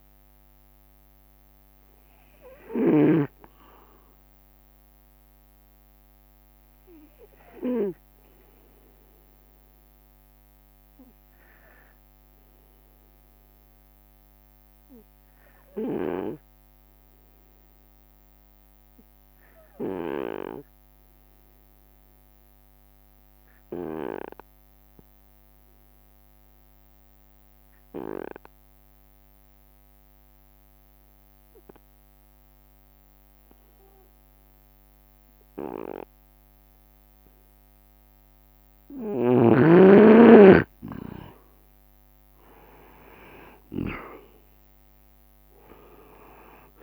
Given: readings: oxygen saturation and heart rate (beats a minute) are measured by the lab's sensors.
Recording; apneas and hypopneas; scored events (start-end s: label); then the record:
breathing in sleep by a microphone on the trachea; 1
0.00-5.00 s: drop in pulse transit time (device-marked, heart rate 67 extreme)
0.00-19.00 s: oxygen desaturation (device-marked, oxygen 90% lowest, heart rate 63 extreme)
8.00-38.50 s: obstructive apnea (oxygen 97% before, 90% lowest, heart rate 68 before, 63 extreme, up 4 after)
10.00-12.00 s: long interval between heartbeats (device-marked, heart rate 68 before, 74 extreme)
30.50-32.00 s: leg movement (device-marked)
38.00-46.83 s: oxygen desaturation (device-marked, oxygen 98% before, 91% lowest, heart rate 66 before, 63 extreme)
38.50-42.00 s: leg movement (device-marked)
40.00-46.83 s: drop in pulse transit time (device-marked, heart rate 66 before, 66 extreme)
41.50-46.00 s: arousal
From the record:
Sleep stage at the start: N2 (light sleep); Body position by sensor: on the right side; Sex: male